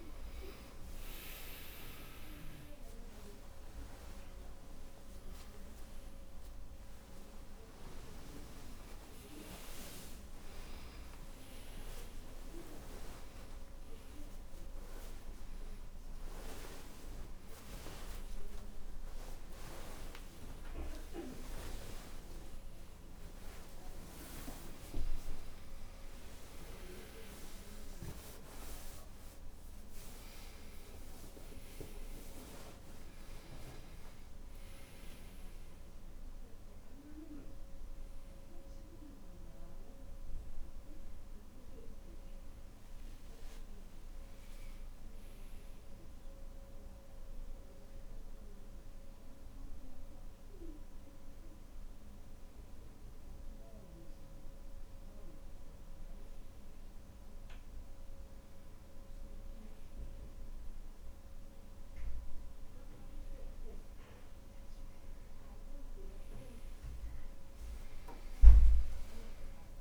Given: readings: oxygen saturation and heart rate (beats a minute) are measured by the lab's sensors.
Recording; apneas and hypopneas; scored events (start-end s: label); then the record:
a person awake in a sleep study, by a room microphone; none
4.00-16.00 s: oxygen desaturation (device-marked, oxygen 96% before, 93% lowest, heart rate 65 before, 79 extreme)
11.00-13.00 s: long interval between heartbeats (device-marked, heart rate 70 before, 89 extreme)
20.50-22.50 s: long interval between heartbeats (device-marked, heart rate 86 before, 105 extreme)
47.00-69.81 s: new sleep stage, N2 (light sleep)
68.00-69.81 s: long interval between heartbeats (device-marked, heart rate 67 before, 82 extreme)
From the record:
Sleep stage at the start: awake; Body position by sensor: on the back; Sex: male